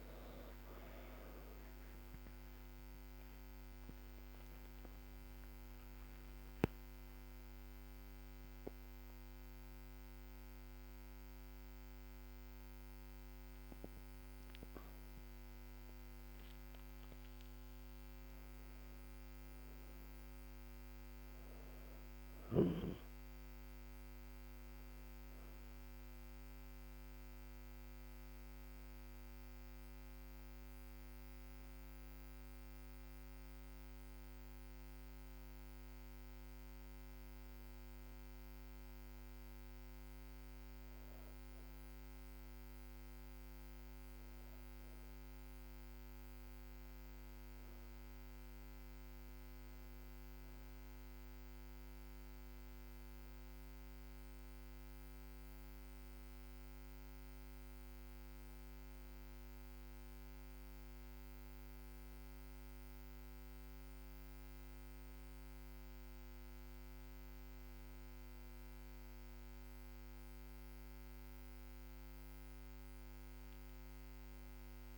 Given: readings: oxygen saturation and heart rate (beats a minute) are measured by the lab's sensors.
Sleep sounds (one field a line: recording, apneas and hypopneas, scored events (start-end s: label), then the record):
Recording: a person partly awake in a sleep study, hard to hear, by a microphone on the trachea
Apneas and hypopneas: none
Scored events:
22.00-74.98 s: new sleep stage, N2 (light sleep)
24.00-36.00 s: oxygen desaturation (device-marked, oxygen 98% before, 92% lowest, heart rate 91 before, 75 extreme)
47.00-51.00 s: arousal
From the record:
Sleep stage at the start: awake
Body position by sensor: on the back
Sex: female